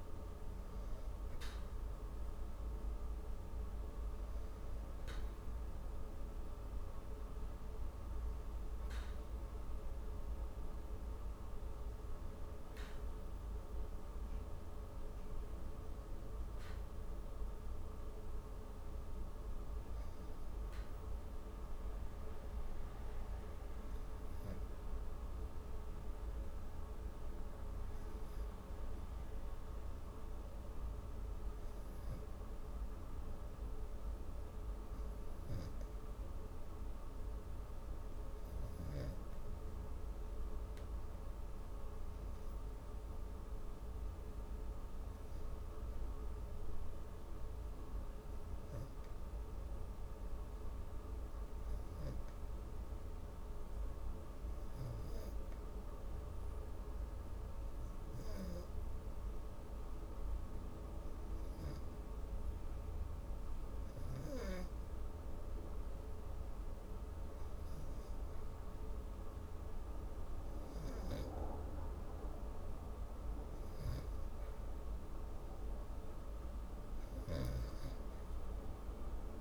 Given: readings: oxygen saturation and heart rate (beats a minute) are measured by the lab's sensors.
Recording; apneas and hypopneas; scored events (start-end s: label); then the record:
breathing in sleep, hard to hear, by a room microphone; 1
21.00-59.00 s: hypopnea (oxygen 94% before, 89% lowest)
39.00-54.00 s: oxygen desaturation (device-marked, oxygen 93% before, 89% lowest)
61.00-65.00 s: arousal
From the record:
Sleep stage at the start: REM sleep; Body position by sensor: on the back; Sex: female